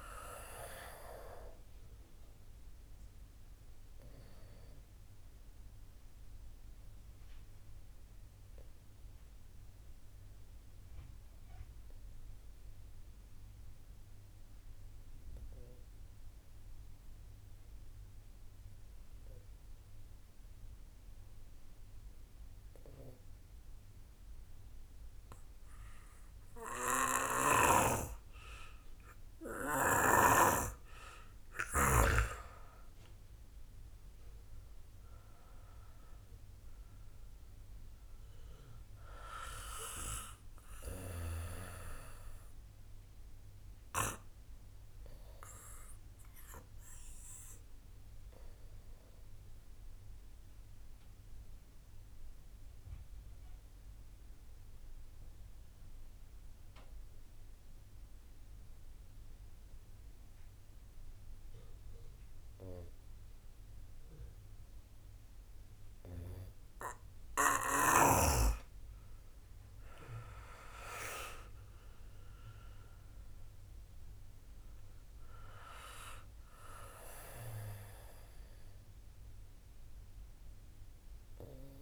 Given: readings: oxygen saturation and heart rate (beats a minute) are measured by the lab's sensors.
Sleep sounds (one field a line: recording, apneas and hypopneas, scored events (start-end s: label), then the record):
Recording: breathing in sleep by a room microphone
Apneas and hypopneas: 2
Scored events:
0.00-15.00 s: oxygen desaturation (device-marked, oxygen 85% lowest)
5.50-30.00 s: obstructive apnea (oxygen 96% before, 85% lowest, heart rate 51 before, 53 extreme, up 0 after)
29.00-57.00 s: oxygen desaturation (device-marked, oxygen 97% before, 87% lowest, heart rate 68 before, 43 extreme)
33.50-37.50 s: arousal
49.00-67.50 s: obstructive apnea (oxygen 97% before, 87% lowest, heart rate 60 before, 43 extreme, up 0 after)
69.00-72.00 s: arousal
71.00-81.81 s: oxygen desaturation (device-marked, oxygen 96% before, 88% lowest, heart rate 65 before, 43 extreme)
From the record:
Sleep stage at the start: N2 (light sleep)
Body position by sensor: on the back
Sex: male